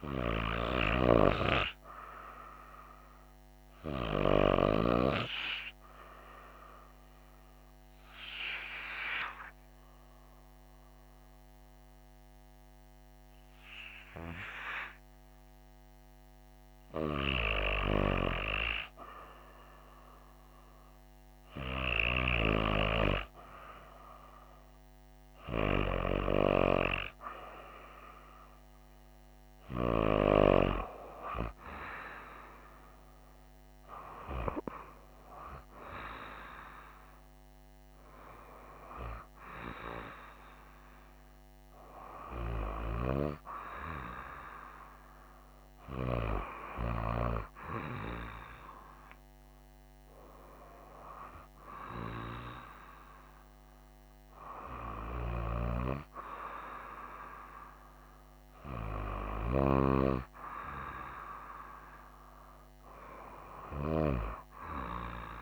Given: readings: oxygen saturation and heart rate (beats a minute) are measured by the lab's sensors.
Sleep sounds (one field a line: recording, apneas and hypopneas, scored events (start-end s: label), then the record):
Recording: breathing in sleep by a microphone on the trachea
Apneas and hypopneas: 1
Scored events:
8.50-19.00 s: hypopnea (oxygen 95% before, 92% lowest, heart rate 66 before, 63 extreme, up 3 after)
21.50-25.50 s: arousal
From the record:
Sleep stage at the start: REM sleep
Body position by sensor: on the right side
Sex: female